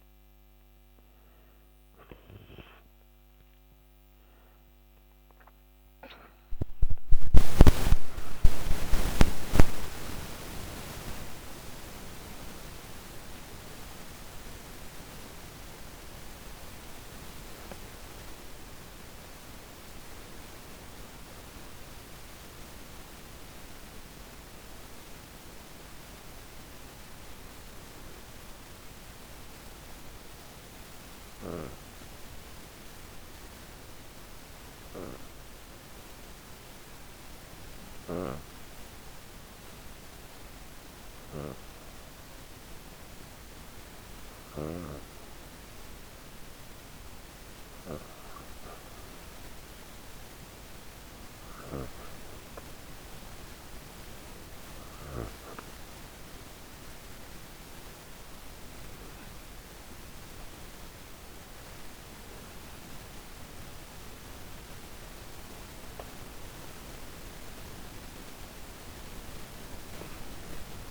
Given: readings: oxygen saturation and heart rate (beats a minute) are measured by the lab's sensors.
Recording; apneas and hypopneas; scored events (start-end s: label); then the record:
breathing in sleep by a microphone on the trachea; 1
3.00-7.50 s: arousal
21.00-39.00 s: obstructive apnea (oxygen 92% before, 89% lowest)
40.50-44.00 s: arousal
41.00-70.91 s: new sleep stage, N2 (light sleep)
43.00-58.00 s: oxygen desaturation (device-marked, oxygen 92% before, 89% lowest)
From the record:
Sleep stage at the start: REM sleep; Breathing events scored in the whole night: 109 in 3.9 hours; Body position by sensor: on the back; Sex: female